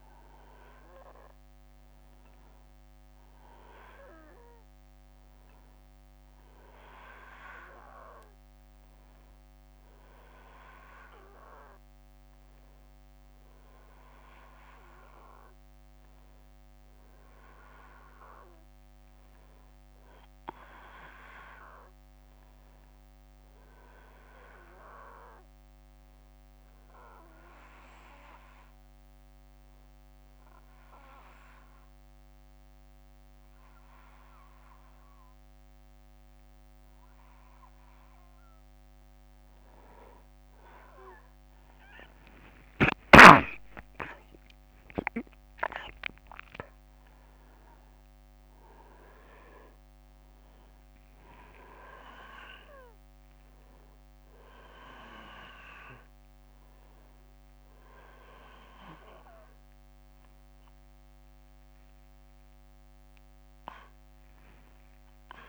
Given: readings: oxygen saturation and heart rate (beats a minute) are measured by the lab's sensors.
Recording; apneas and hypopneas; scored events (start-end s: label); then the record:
breathing in sleep by a microphone on the trachea; 1
26.00-38.50 s: obstructive apnea (oxygen 96% before, 91% lowest, heart rate 68 before, 62 extreme, up 7 after)
44.50-65.49 s: oxygen desaturation (device-marked, oxygen 95% before, 91% lowest, heart rate 64 before, 66 extreme)
56.50-65.49 s: new sleep stage, awake
From the record:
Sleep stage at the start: N1 (lightest sleep); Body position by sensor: on the back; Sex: male